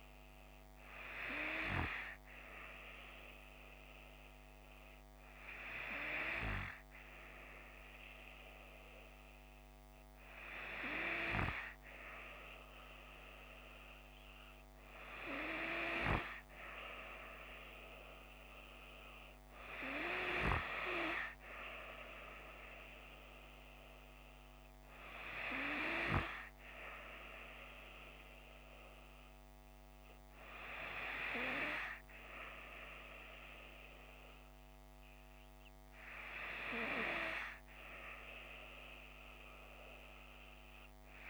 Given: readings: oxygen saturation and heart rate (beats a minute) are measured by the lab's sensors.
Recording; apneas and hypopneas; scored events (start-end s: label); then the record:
breathing in sleep by a microphone on the trachea; none
none scored
From the record:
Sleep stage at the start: N2 (light sleep); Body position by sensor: on the left side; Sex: female